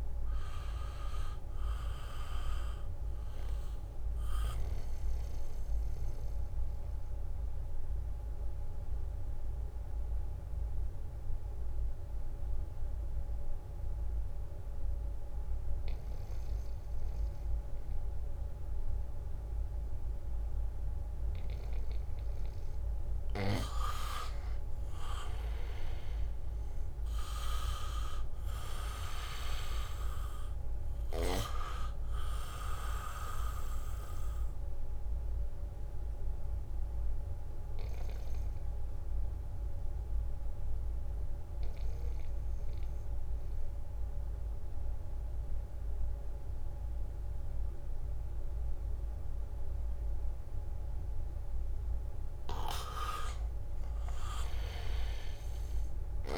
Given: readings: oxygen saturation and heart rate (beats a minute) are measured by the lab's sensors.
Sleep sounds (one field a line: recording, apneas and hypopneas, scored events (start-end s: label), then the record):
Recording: breathing in sleep by a room microphone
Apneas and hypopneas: 2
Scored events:
0.00-12.00 s: oxygen desaturation (device-marked, oxygen 89% lowest, heart rate 76 extreme)
6.00-22.00 s: mixed apnea (oxygen 97% before, 89% lowest, heart rate 79 before, 76 extreme)
6.00-56.38 s: new sleep stage, N2 (light sleep)
24.00-28.00 s: arousal
26.00-45.00 s: oxygen desaturation (device-marked, oxygen 98% before, 89% lowest, heart rate 80 before, 76 extreme)
36.50-51.00 s: obstructive apnea (oxygen 98% before, 84% lowest, heart rate 78 before, 76 extreme, up 1 after)
53.00-56.38 s: arousal
53.00-56.38 s: oxygen desaturation (device-marked, oxygen 98% before, 89% lowest, heart rate 78 before, 69 extreme)
From the record:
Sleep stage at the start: N1 (lightest sleep)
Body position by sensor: on the back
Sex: male